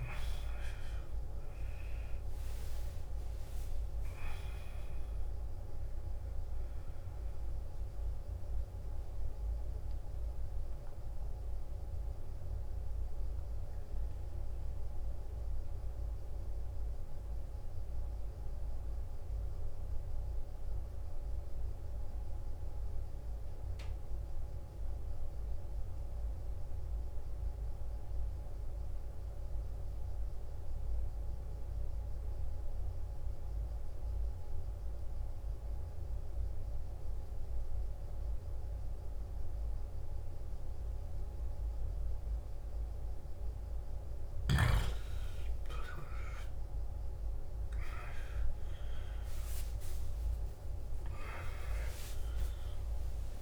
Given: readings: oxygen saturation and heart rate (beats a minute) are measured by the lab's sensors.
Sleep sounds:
breathing in sleep, hard to hear, by a room microphone; 1
0.00-17.00 s: oxygen desaturation (device-marked, oxygen 89% lowest, heart rate 54 extreme)
12.50-43.50 s: mixed apnea (oxygen 97% before, 86% lowest, heart rate 69 before, 54 extreme, up 16 after)
37.00-53.41 s: oxygen desaturation (device-marked, oxygen 97% before, 86% lowest, heart rate 55 before, 55 extreme)
46.00-52.00 s: arousal
From the record:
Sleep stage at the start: N2 (light sleep); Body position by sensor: on the back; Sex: male

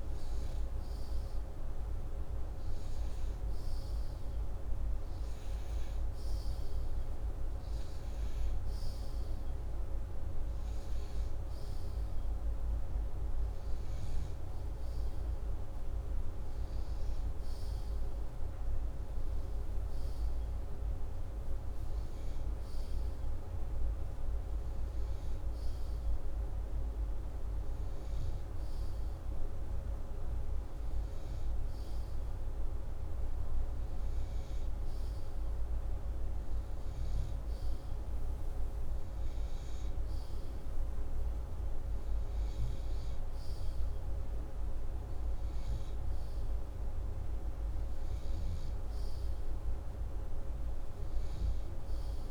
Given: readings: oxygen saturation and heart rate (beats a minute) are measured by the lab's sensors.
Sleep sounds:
breathing in sleep, hard to hear, by a room microphone; none
none scored
From the record:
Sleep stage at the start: N2 (light sleep); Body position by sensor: upright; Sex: male

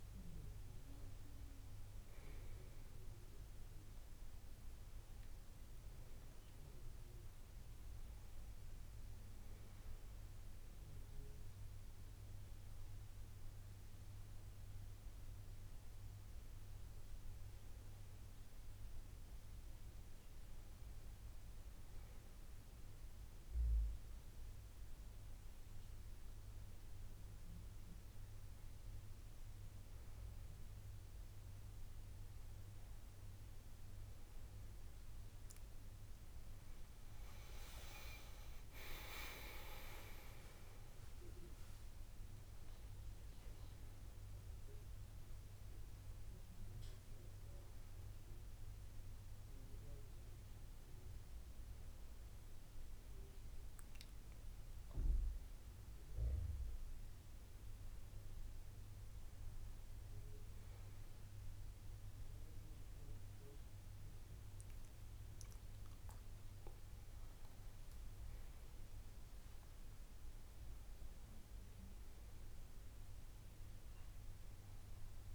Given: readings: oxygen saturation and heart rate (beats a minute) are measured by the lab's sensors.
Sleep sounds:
breathing in sleep, hard to hear, by a room microphone; none
31.00-54.00 s: oxygen desaturation (device-marked, oxygen 98% before, 93% lowest, heart rate 72 before, 78 extreme)
From the record:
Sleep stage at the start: N2 (light sleep); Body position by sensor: on the back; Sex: male

